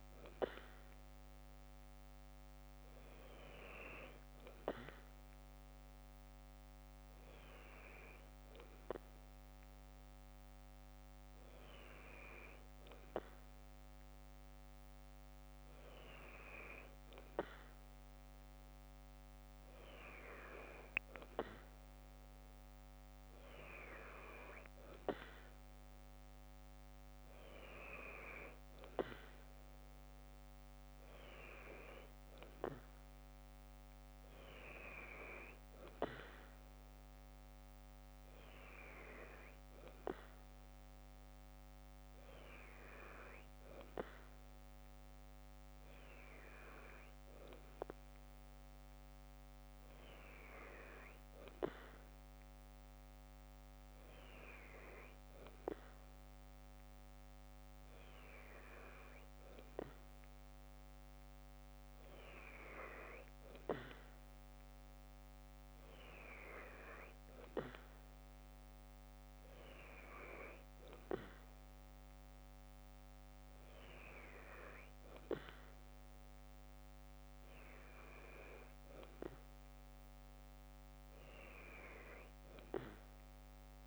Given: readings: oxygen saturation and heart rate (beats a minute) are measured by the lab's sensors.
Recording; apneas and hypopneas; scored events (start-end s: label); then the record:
breathing in sleep by a microphone on the trachea; none
none scored
From the record:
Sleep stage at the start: N2 (light sleep); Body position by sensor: on the left side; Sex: female